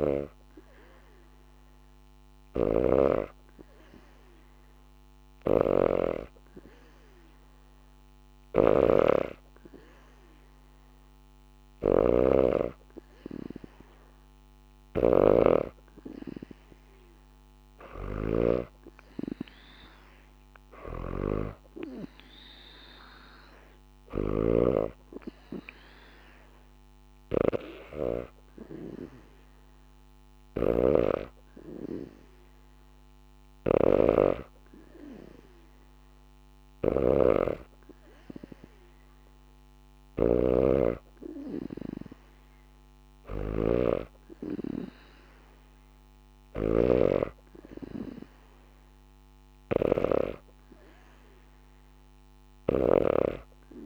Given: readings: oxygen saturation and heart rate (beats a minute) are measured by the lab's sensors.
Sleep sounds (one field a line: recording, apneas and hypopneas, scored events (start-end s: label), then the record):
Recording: breathing in sleep by a microphone on the trachea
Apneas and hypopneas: none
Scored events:
0.00-10.00 s: oxygen desaturation (device-marked, oxygen 90% lowest, heart rate 73 extreme)
0.00-46.50 s: snoring (device-marked)
19.00-31.00 s: oxygen desaturation (device-marked, oxygen 96% before, 90% lowest, heart rate 75 before, 75 extreme)
45.00-53.86 s: oxygen desaturation (device-marked, oxygen 96% before, 93% lowest, heart rate 76 before, 73 extreme)
From the record:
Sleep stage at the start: N2 (light sleep)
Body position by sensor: on the back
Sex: female